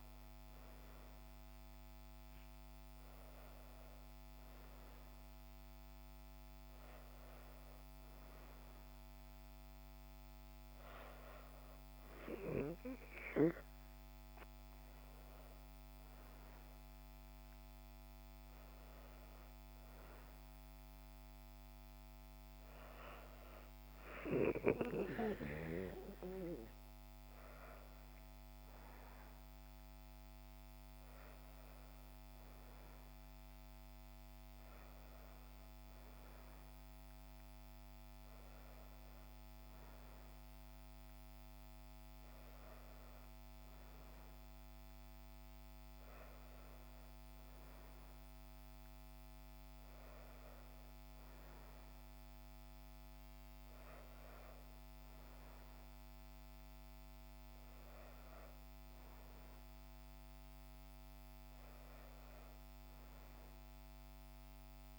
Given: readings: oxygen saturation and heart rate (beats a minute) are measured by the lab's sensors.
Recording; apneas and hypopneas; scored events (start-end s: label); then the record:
breathing in sleep by a microphone on the trachea; none
none scored
From the record:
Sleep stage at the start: N2 (light sleep); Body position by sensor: on the back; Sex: female